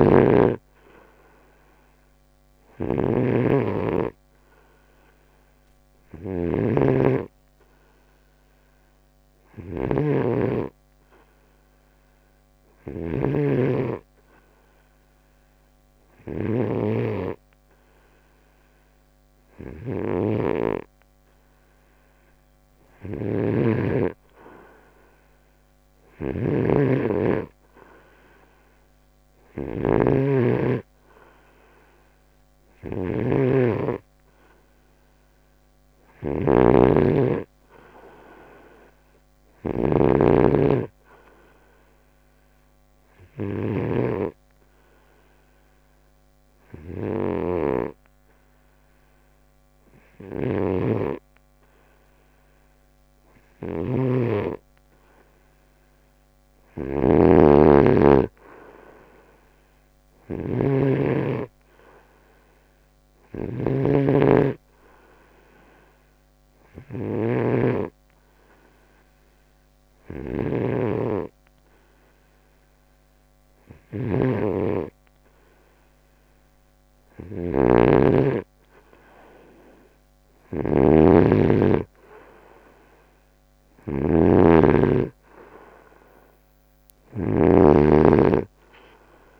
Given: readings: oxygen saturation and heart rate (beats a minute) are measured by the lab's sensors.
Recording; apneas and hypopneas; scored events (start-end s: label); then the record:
breathing in sleep by a microphone on the trachea; 2
0.00-3.50 s: oxygen desaturation (device-marked, oxygen 87% lowest, heart rate 70 extreme)
13.00-24.00 s: hypopnea (oxygen 93% before, 89% lowest, heart rate 72 before, 72 extreme, up 2 after)
17.50-34.50 s: oxygen desaturation (device-marked, oxygen 93% before, 89% lowest, heart rate 71 before, 72 extreme)
25.00-29.00 s: arousal
42.50-54.00 s: hypopnea (oxygen 92% before, 89% lowest, heart rate 73 before, 70 extreme, up 1 after)
55.00-59.50 s: arousal
78.00-85.00 s: snoring (device-marked)
From the record:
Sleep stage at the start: N2 (light sleep); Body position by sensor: on the right side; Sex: male